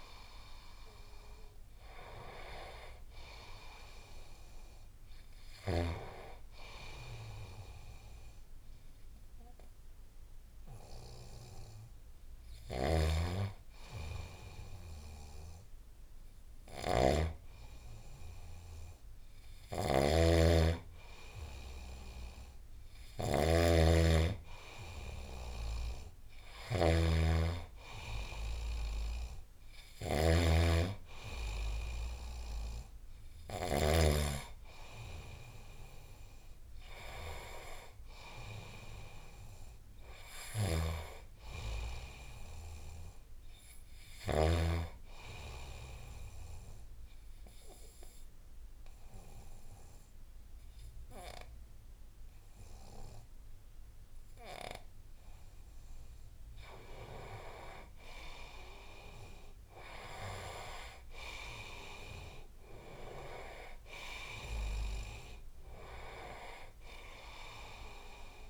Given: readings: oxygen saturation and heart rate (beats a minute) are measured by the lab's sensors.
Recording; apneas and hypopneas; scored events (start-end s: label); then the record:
breathing in sleep by a room microphone; 1
12.50-33.50 s: snoring (device-marked)
35.00-39.50 s: arousal
40.00-44.50 s: snoring (device-marked)
45.50-57.00 s: obstructive apnea (oxygen 96% before, 93% lowest, heart rate 77 before, 74 extreme, up 4 after)
58.00-61.00 s: arousal
64.00-68.50 s: oxygen desaturation (device-marked, oxygen 97% before, 93% lowest, heart rate 80 before, 67 extreme)
From the record:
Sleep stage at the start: N2 (light sleep); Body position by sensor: on the right side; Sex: male